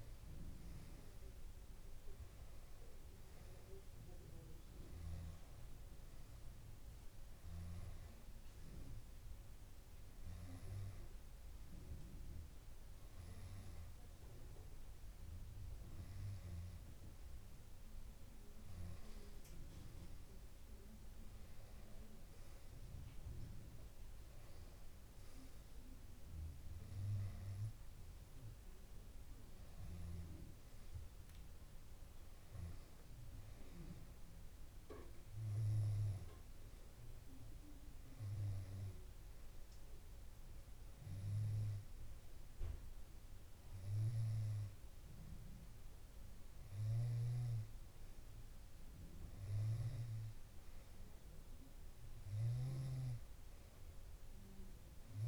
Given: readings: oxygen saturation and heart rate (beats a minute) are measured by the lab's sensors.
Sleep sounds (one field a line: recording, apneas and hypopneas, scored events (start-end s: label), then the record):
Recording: breathing in sleep by a room microphone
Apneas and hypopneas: none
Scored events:
48.50-50.50 s: long interval between heartbeats (device-marked)
51.50-53.50 s: long interval between heartbeats (device-marked)
From the record:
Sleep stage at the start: N2 (light sleep)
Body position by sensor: on the left side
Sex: male